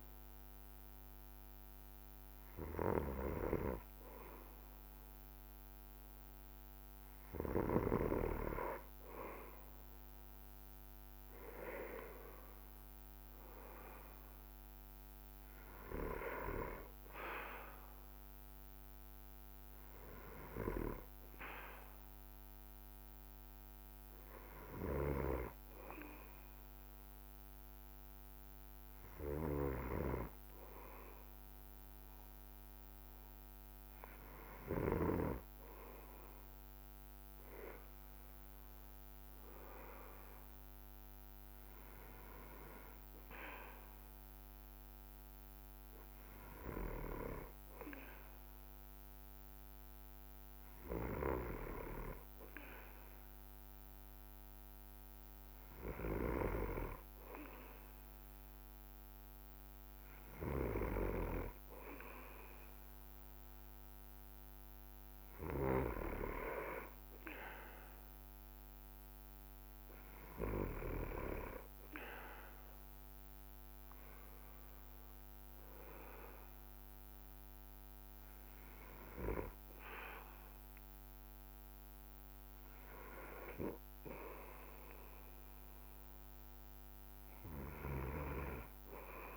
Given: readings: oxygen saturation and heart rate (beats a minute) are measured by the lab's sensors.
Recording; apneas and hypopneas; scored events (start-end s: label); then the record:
breathing in sleep by a microphone on the trachea; none
0.00-8.00 s: snoring (device-marked)
25.00-35.00 s: snoring (device-marked)
61.00-66.00 s: snoring (device-marked)
From the record:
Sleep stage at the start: N2 (light sleep); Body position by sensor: on the back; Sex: male